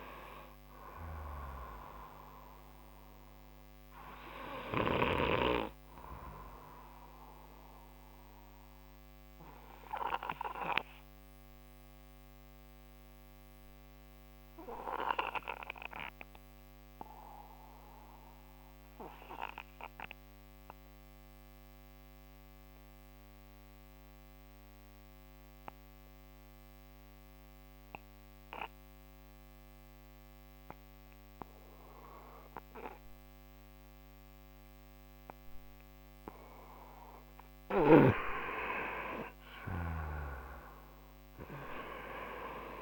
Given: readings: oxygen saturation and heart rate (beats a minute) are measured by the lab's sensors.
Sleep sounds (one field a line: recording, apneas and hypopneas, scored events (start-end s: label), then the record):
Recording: breathing in sleep by a microphone on the trachea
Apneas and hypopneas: 1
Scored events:
0.00-17.00 s: oxygen desaturation (device-marked, oxygen 88% lowest)
7.00-37.00 s: obstructive apnea (oxygen 97% before, 88% lowest)
34.00-42.82 s: oxygen desaturation (device-marked, oxygen 98% before, 90% lowest)
37.50-42.82 s: snoring (device-marked)
39.00-42.82 s: arousal
From the record:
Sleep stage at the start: N2 (light sleep)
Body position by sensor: on the right side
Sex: male